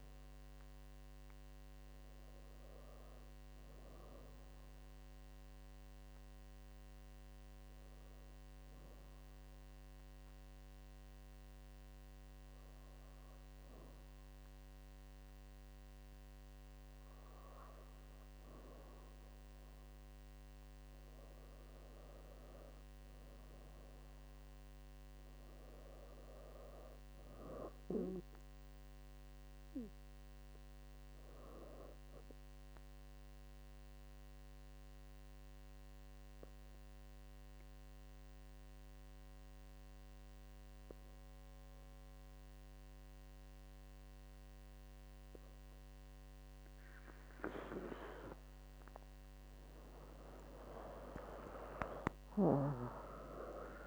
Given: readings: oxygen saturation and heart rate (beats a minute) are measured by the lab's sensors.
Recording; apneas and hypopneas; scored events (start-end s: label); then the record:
breathing in sleep by a microphone on the trachea; 2
8.50-21.00 s: obstructive apnea (oxygen 97% before, 95% lowest, heart rate 76 before, 67 extreme, up 3 after)
23.00-27.00 s: arousal
33.00-48.50 s: obstructive apnea (oxygen 98% before, 95% lowest, heart rate 73 before, 69 extreme, up 9 after)
51.00-53.86 s: arousal
From the record:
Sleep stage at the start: N2 (light sleep); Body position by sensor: on the back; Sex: female